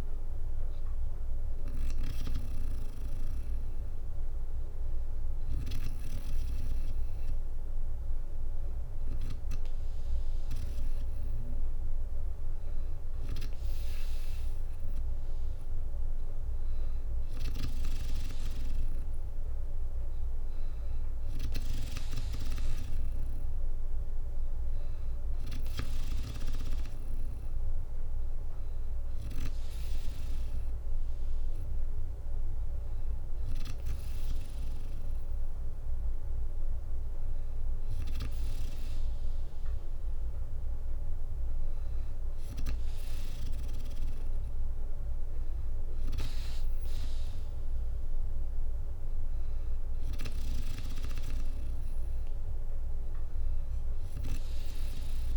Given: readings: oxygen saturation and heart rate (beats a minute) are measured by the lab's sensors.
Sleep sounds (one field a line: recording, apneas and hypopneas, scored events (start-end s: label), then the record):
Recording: breathing in sleep by a room microphone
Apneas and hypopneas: none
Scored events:
none scored
From the record:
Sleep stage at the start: N2 (light sleep)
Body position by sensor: on the back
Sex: female